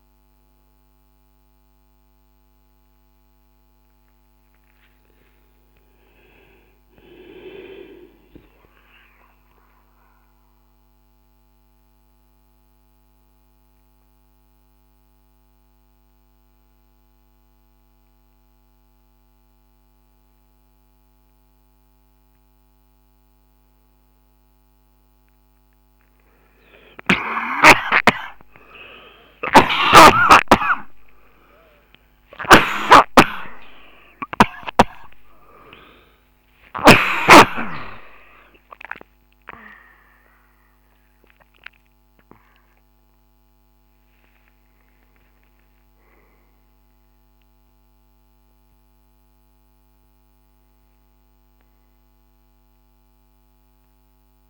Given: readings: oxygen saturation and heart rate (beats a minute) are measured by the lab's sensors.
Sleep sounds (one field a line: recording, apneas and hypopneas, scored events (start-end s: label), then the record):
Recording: a person partly awake in a sleep study, by a microphone on the trachea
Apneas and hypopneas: 1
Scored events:
5.00-54.49 s: new sleep stage, N1 (lightest sleep)
7.00-22.50 s: hypopnea (oxygen 97% before, 94% lowest, heart rate 72 before, 55 extreme, up 6 after)
29.00-34.00 s: arousal
29.00-37.00 s: snoring (device-marked)
34.00-36.00 s: oxygen desaturation (device-marked, oxygen 98% before, 94% lowest, heart rate 60 before, 62 extreme)
From the record:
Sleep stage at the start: awake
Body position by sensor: on the back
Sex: male